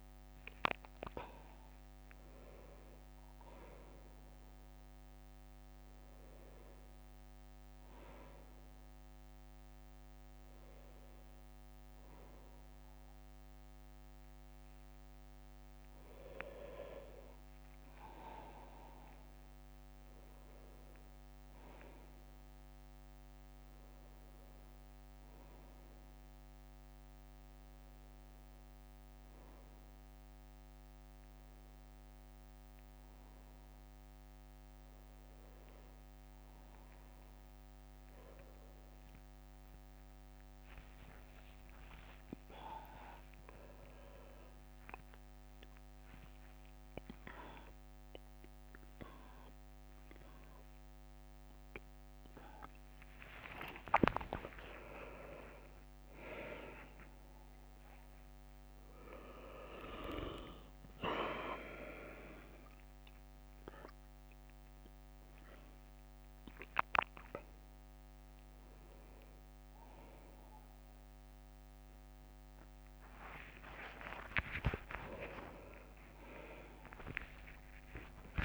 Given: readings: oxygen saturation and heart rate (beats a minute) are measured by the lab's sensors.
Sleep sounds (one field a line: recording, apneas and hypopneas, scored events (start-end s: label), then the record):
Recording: a person partly awake in a sleep study, by a microphone on the trachea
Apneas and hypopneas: none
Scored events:
12.50-19.00 s: leg movement (device-marked)
21.50-24.00 s: leg movement (device-marked)
36.50-40.50 s: tachycardia (device-marked, heart rate 66 before, 112 extreme)
37.00-39.00 s: long interval between heartbeats (device-marked, heart rate 70 before, 89 extreme)
37.50-40.50 s: leg movement (device-marked)
39.50-78.45 s: new sleep stage, awake
40.50-42.50 s: long interval between heartbeats (device-marked, heart rate 76 before, 119 extreme)
40.50-46.00 s: leg movement (device-marked)
69.50-76.00 s: leg movement (device-marked)
73.50-75.50 s: long interval between heartbeats (device-marked, heart rate 71 before, 83 extreme)
From the record:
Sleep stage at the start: N1 (lightest sleep)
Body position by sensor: on the back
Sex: male